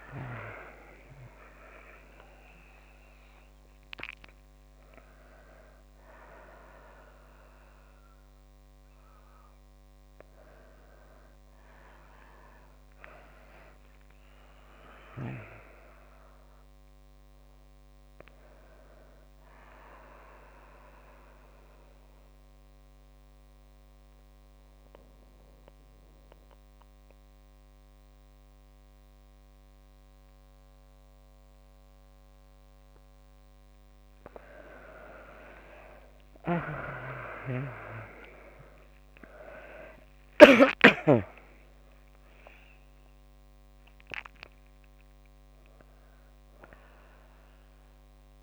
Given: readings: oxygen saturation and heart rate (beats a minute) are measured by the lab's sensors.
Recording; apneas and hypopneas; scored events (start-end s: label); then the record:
a person partly awake in a sleep study, by a microphone on the trachea; 1
11.00-41.00 s: new sleep stage, N1 (lightest sleep)
20.50-34.50 s: mixed apnea (oxygen 98% before, 79% lowest)
35.00-48.42 s: oxygen desaturation (device-marked, oxygen 95% before, 82% lowest)
36.00-39.50 s: arousal
41.00-48.42 s: new sleep stage, N2 (light sleep)
From the record:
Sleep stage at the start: awake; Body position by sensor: on the back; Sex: female